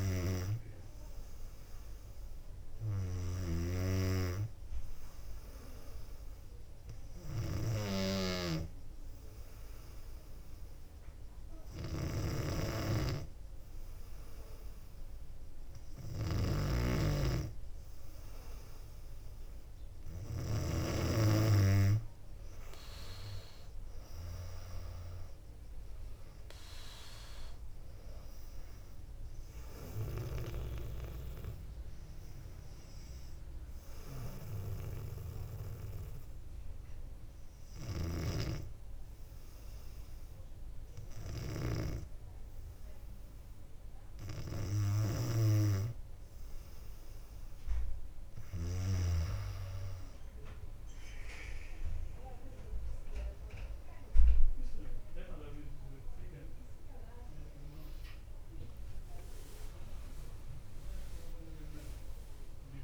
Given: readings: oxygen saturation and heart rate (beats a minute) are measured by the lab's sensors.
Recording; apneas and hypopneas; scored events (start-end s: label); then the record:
breathing in sleep by a room microphone; 2
0.00-21.00 s: snoring (device-marked)
4.00-16.50 s: hypopnea (oxygen 98% before, 95% lowest, heart rate 61 before, 60 extreme, up 1 after)
21.50-25.00 s: arousal
33.50-46.00 s: hypopnea (oxygen 97% before, 93% lowest, heart rate 63 before, 60 extreme, up 3 after)
38.00-49.00 s: snoring (device-marked)
58.00-62.50 s: arousal
61.00-62.84 s: drop in pulse transit time (device-marked, heart rate 62 before, 61 extreme)
From the record:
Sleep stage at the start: N2 (light sleep); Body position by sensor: on the back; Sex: female